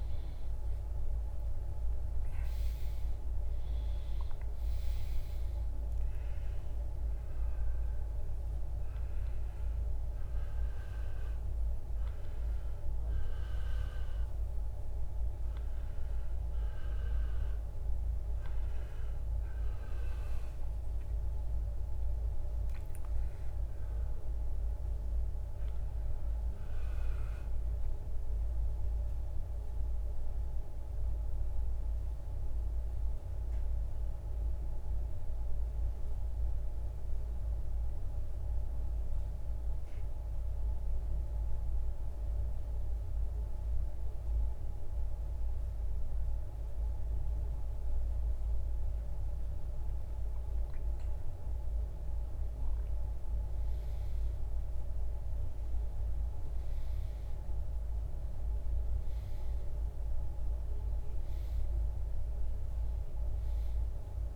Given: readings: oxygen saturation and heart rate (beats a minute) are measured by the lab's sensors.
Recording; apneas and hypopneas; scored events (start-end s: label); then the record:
breathing in sleep, hard to hear, by a room microphone; 1
0.00-1.50 s: arousal
8.00-37.00 s: oxygen desaturation (device-marked, oxygen 93% before, 88% lowest, heart rate 70 before, 55 extreme)
21.00-25.00 s: arousal
28.50-50.50 s: central apnea (oxygen 93% before, 89% lowest, heart rate 83 before, 48 extreme)
52.50-56.50 s: arousal
From the record:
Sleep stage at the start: REM sleep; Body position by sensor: on the back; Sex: male